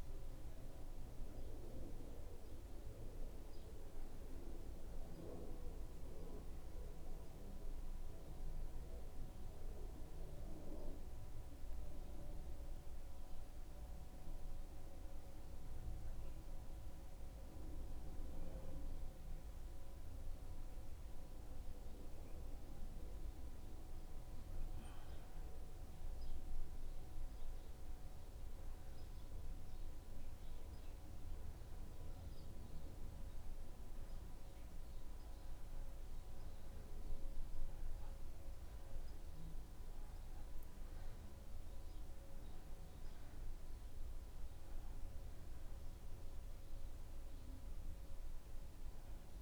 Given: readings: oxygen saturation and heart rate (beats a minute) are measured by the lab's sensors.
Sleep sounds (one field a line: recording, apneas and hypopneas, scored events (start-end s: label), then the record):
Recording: breathing in sleep, hard to hear, by a room microphone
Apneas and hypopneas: 1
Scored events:
0.00-3.00 s: oxygen desaturation (device-marked, oxygen 88% lowest, heart rate 75 extreme)
7.50-23.00 s: obstructive apnea (oxygen 99% before, 88% lowest, heart rate 77 before, 77 extreme, up 0 after)
27.50-32.50 s: arousal
From the record:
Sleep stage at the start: N2 (light sleep)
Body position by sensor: on the back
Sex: male